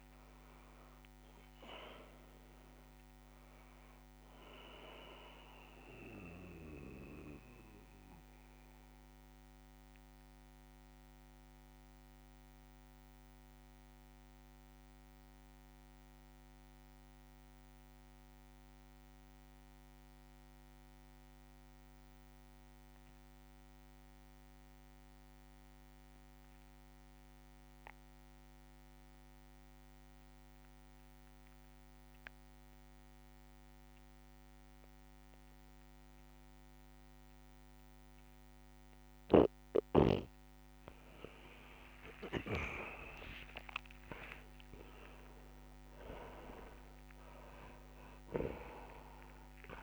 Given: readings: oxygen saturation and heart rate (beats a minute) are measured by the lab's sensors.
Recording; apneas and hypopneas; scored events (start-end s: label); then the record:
breathing in sleep by a microphone on the trachea; 1
0.00-22.00 s: oxygen desaturation (device-marked, oxygen 85% lowest)
6.50-39.50 s: mixed apnea (oxygen 99% before, 84% lowest)
33.00-49.83 s: oxygen desaturation (device-marked, oxygen 99% before, 84% lowest)
42.00-46.00 s: arousal
From the record:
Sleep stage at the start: N2 (light sleep); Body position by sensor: on the back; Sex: male